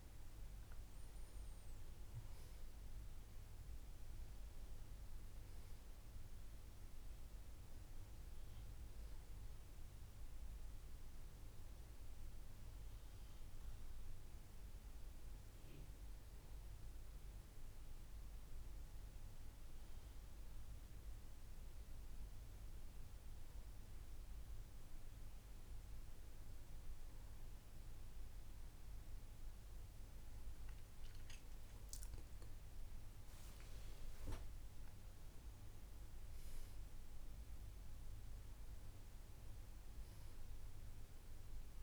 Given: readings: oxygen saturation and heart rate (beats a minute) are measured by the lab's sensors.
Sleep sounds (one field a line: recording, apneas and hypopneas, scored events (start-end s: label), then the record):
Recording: breathing in sleep, hard to hear, by a room microphone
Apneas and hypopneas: none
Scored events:
30.50-35.00 s: arousal
From the record:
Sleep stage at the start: N1 (lightest sleep)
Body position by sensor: on the back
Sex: male